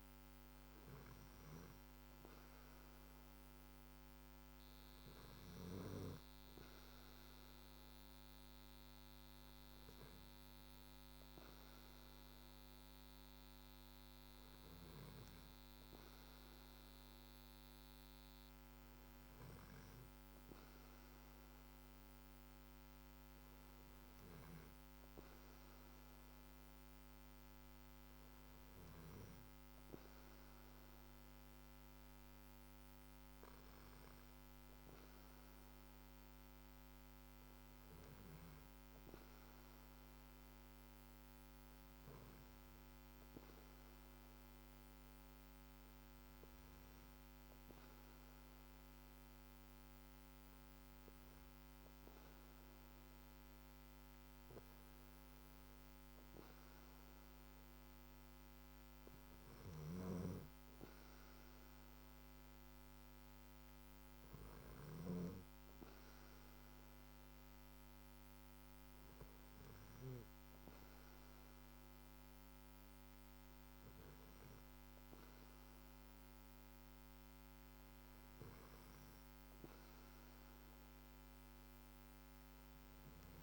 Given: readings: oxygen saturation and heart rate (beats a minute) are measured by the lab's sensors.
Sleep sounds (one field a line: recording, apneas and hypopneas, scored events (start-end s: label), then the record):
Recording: breathing in sleep, hard to hear, by a microphone on the trachea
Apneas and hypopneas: none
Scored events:
59.00-64.50 s: snoring (device-marked)
From the record:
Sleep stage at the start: N2 (light sleep)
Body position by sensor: on the back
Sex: male